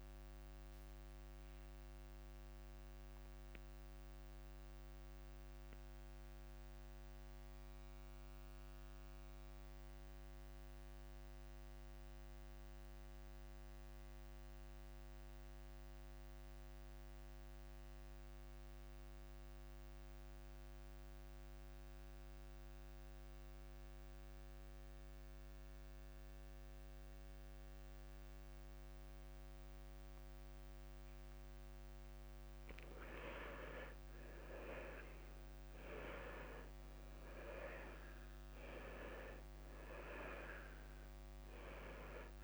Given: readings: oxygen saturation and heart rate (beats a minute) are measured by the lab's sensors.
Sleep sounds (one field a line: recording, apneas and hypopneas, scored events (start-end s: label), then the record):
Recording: breathing in sleep by a microphone on the trachea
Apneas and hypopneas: 1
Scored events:
0.00-20.00 s: oxygen desaturation (device-marked, oxygen 87% lowest, heart rate 51 extreme)
1.00-32.00 s: mixed apnea (oxygen 97% before, 87% lowest, heart rate 55 before, 52 extreme, up 5 after)
34.50-38.50 s: arousal
35.00-42.44 s: oxygen desaturation (device-marked, oxygen 97% before, 88% lowest, heart rate 52 before, 52 extreme)
From the record:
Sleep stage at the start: N2 (light sleep)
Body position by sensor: on the left side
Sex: male